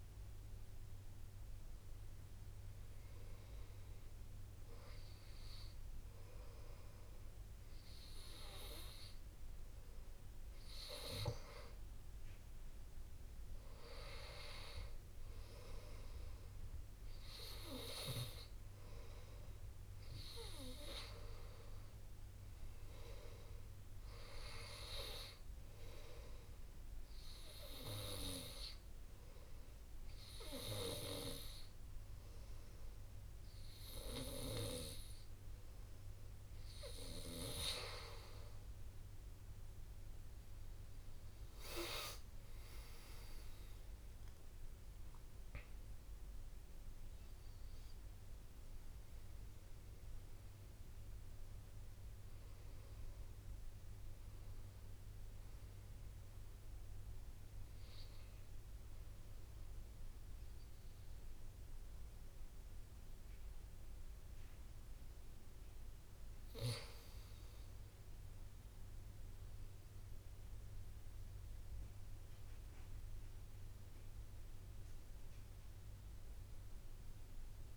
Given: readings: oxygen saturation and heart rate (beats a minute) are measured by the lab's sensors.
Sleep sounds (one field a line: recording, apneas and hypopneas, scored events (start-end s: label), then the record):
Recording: breathing in sleep by a room microphone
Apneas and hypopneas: 2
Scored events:
27.50-38.00 s: hypopnea (oxygen 98% before, 95% lowest, heart rate 59 before, 57 extreme, up 9 after)
41.00-45.50 s: arousal
57.00-67.50 s: obstructive apnea (oxygen 97% before, 95% lowest, heart rate 63 before, 56 extreme, up 2 after)
70.00-74.00 s: arousal
From the record:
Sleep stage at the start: N2 (light sleep)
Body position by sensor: on the back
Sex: male